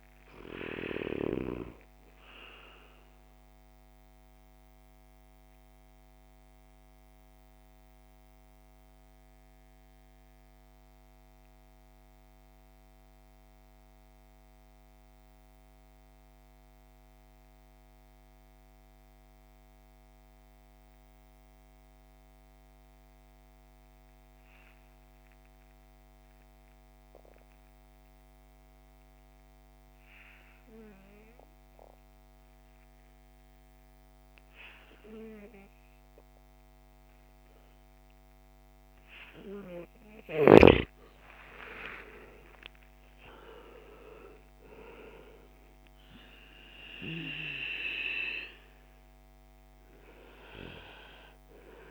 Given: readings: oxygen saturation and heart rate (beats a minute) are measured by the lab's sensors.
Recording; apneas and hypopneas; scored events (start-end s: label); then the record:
breathing in sleep by a microphone on the trachea; 1
0.00-25.50 s: oxygen desaturation (device-marked, oxygen 81% lowest)
2.00-39.00 s: mixed apnea (oxygen 98% before, 77% lowest)
32.50-51.91 s: oxygen desaturation (device-marked, oxygen 98% before, 77% lowest)
40.00-44.50 s: arousal
From the record:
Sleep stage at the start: N2 (light sleep); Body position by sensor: on the back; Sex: male